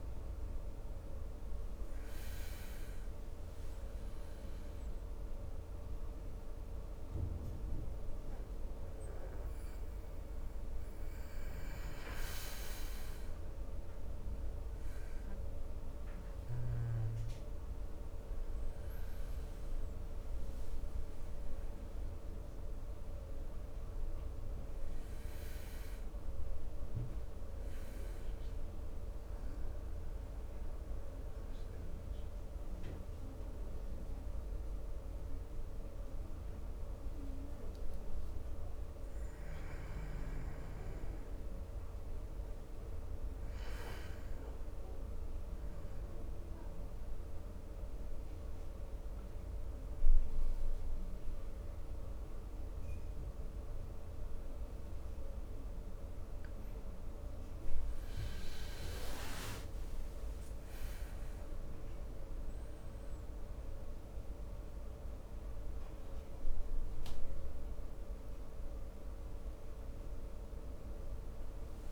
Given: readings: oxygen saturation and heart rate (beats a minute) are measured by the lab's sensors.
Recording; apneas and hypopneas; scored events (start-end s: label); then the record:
breathing in sleep, hard to hear, by a room microphone; 2
0.00-11.00 s: oxygen desaturation (device-marked, oxygen 93% lowest, heart rate 66 extreme)
9.00-19.00 s: obstructive apnea (oxygen 97% before, 94% lowest, heart rate 71 before, 66 extreme, up 6 after)
12.00-17.50 s: snoring (device-marked)
21.00-24.00 s: arousal
36.00-56.50 s: obstructive apnea (oxygen 98% before, 94% lowest, heart rate 69 before, 67 extreme, up 7 after)
61.00-71.92 s: new sleep stage, awake
From the record:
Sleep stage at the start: N2 (light sleep); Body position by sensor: on the back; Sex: male